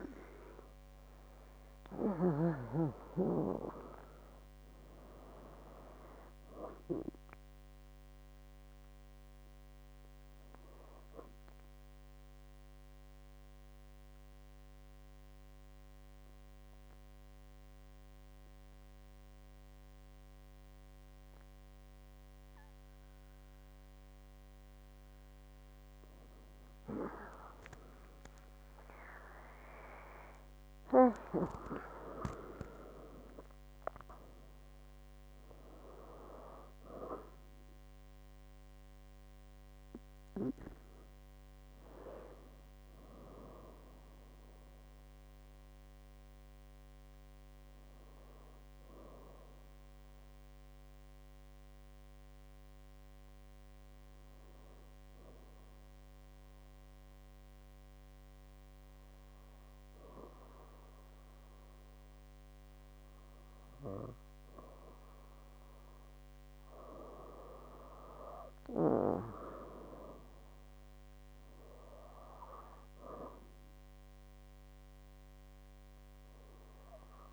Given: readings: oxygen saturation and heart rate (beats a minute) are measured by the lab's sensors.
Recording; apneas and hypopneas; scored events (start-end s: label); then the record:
breathing in sleep by a microphone on the trachea; 2
1.50-6.00 s: arousal
13.00-24.00 s: obstructive apnea (oxygen 98% before, 96% lowest, heart rate 66 before, 61 extreme, up 30 after)
28.00-32.50 s: arousal
51.50-66.00 s: hypopnea (oxygen 98% before, 97% lowest, heart rate 70 before, 63 extreme, up 6 after)
67.50-72.00 s: arousal
From the record:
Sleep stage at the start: N2 (light sleep); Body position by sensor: on the back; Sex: female